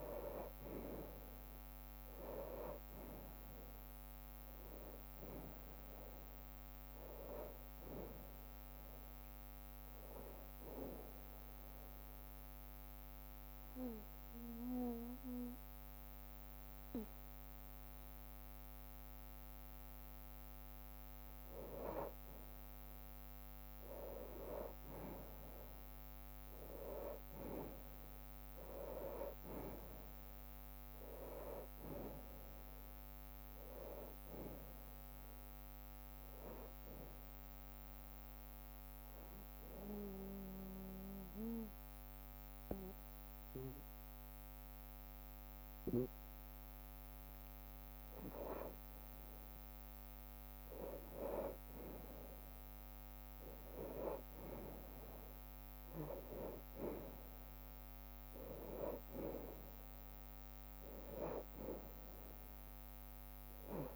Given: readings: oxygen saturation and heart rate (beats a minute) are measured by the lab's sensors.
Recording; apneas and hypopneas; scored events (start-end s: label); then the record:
breathing in sleep by a microphone on the trachea; 2
1.00-3.00 s: bradycardia (device-marked, heart rate 67 before, 53 extreme)
4.00-7.00 s: bradycardia (device-marked, heart rate 67 before, 54 extreme)
5.00-23.00 s: oxygen desaturation (device-marked, oxygen 95% before, 92% lowest, heart rate 56 before, 48 extreme)
10.50-20.50 s: obstructive apnea (oxygen 96% before, 92% lowest, heart rate 55 before, 54 extreme, up 1 after)
12.00-27.00 s: bradycardia (device-marked, heart rate 67 before, 54 extreme)
26.50-30.50 s: arousal
37.00-48.00 s: obstructive apnea (oxygen 97% before, 92% lowest, heart rate 59 before, 48 extreme, up 33 after)
37.00-50.00 s: bradycardia (device-marked, heart rate 66 before, 48 extreme)
53.00-57.50 s: arousal
53.50-55.50 s: long interval between heartbeats (device-marked, heart rate 57 before, 78 extreme)
56.00-58.00 s: long interval between heartbeats (device-marked, heart rate 59 before, 76 extreme)
57.00-63.96 s: oxygen desaturation (device-marked, oxygen 96% before, 92% lowest, heart rate 60 before, 61 extreme)
59.50-61.50 s: long interval between heartbeats (device-marked, heart rate 62 before, 79 extreme)
From the record:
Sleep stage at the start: N2 (light sleep); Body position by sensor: on the back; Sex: male